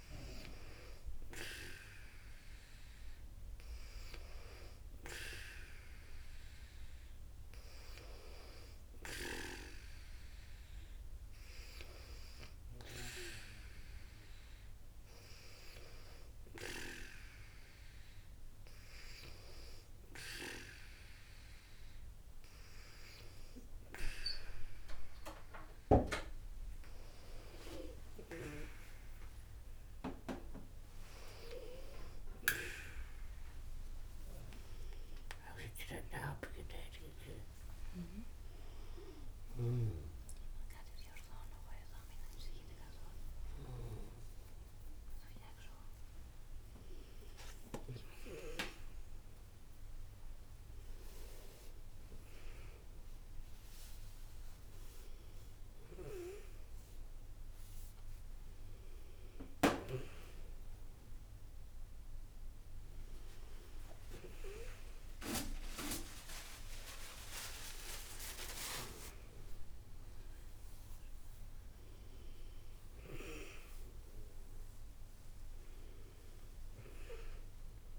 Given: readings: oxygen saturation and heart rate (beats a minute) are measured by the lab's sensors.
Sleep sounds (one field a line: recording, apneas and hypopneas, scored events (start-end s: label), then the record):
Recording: a person awake in a sleep study, by a room microphone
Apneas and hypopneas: none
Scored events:
10.00-77.99 s: new sleep stage, awake
From the record:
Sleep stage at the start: N2 (light sleep)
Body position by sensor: on the back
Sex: female